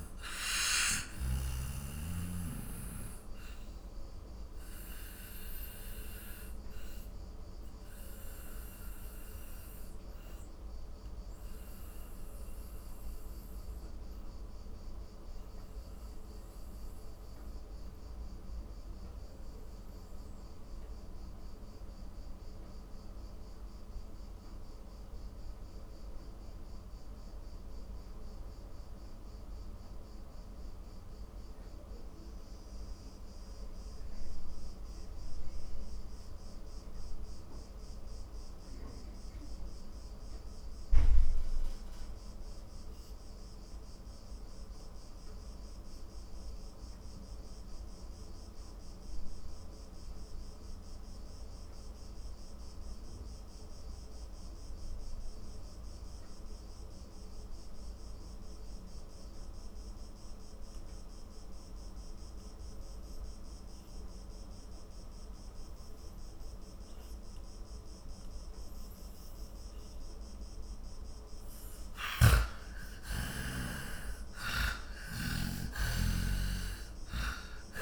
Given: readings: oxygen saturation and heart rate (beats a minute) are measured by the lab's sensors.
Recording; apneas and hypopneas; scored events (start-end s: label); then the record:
breathing in sleep by a room microphone; 1
0.00-31.50 s: oxygen desaturation (device-marked, oxygen 84% lowest, heart rate 34 extreme)
2.50-72.00 s: obstructive apnea (oxygen 98% before, 78% lowest, heart rate 67 before, 34 extreme, up 19 after)
63.50-77.82 s: oxygen desaturation (device-marked, oxygen 97% before, 78% lowest, heart rate 48 before, 40 extreme)
72.00-75.50 s: snoring (device-marked)
73.50-77.82 s: arousal
From the record:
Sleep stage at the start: N2 (light sleep); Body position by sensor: on the back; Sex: male